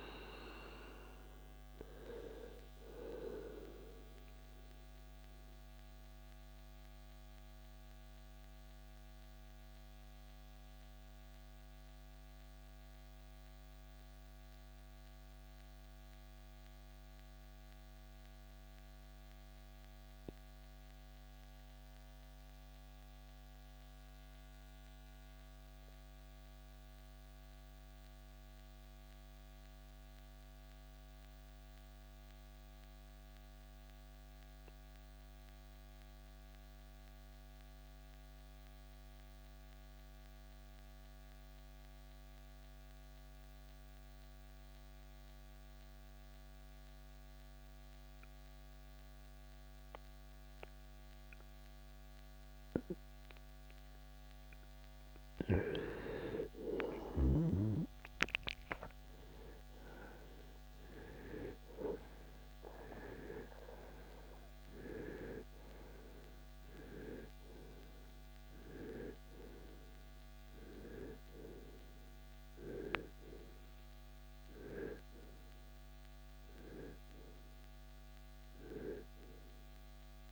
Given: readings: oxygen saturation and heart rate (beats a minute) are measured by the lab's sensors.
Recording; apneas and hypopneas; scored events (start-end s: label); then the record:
breathing in sleep by a microphone on the trachea; 1
0.00-22.00 s: oxygen desaturation (device-marked, oxygen 78% lowest, heart rate 54 extreme)
4.00-55.00 s: mixed apnea (oxygen 91% before, 78% lowest, heart rate 83 before, 54 extreme, up 11 after)
5.00-65.00 s: new sleep stage, N2 (light sleep)
48.00-80.32 s: oxygen desaturation (device-marked, oxygen 98% before, 78% lowest, heart rate 63 before, 50 extreme)
56.50-60.50 s: arousal
65.00-80.32 s: new sleep stage, N1 (lightest sleep)
72.50-77.00 s: arousal
From the record:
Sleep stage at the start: N1 (lightest sleep); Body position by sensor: on the right side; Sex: male